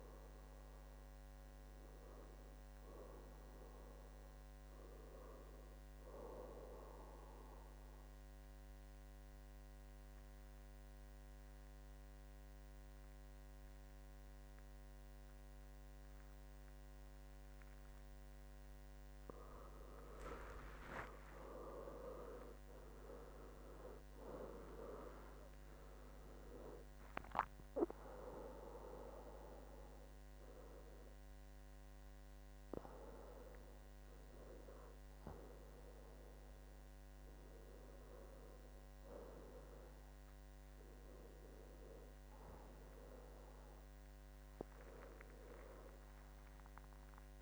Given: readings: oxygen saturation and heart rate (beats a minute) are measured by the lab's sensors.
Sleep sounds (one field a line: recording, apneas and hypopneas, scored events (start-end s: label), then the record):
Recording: breathing in sleep by a microphone on the trachea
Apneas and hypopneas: 1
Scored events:
0.00-1.00 s: oxygen desaturation (device-marked, oxygen 93% lowest, heart rate 69 extreme)
7.50-19.50 s: obstructive apnea (oxygen 98% before, 93% lowest, heart rate 78 before, 69 extreme, up 12 after)
21.00-25.50 s: arousal
21.00-41.00 s: oxygen desaturation (device-marked, oxygen 97% before, 93% lowest, heart rate 73 before, 68 extreme)
41.50-45.00 s: arousal
From the record:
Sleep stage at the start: N2 (light sleep)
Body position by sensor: on the back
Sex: male